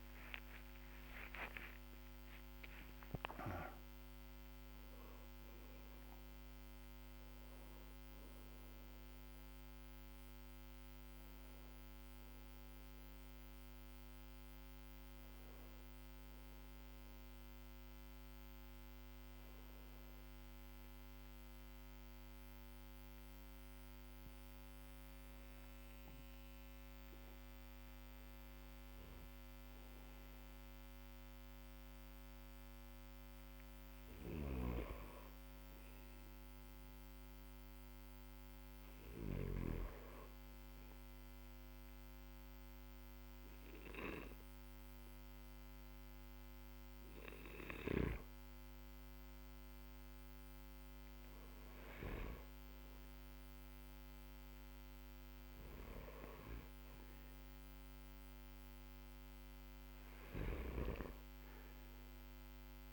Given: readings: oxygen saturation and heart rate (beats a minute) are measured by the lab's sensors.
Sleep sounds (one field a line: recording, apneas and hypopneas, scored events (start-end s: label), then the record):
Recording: a person awake in a sleep study, by a microphone on the trachea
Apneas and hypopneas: none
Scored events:
0.00-1.00 s: tachycardia (device-marked, heart rate 104 extreme)
34.00-62.93 s: new sleep stage, N1 (lightest sleep)
From the record:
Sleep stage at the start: awake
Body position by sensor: on the right side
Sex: male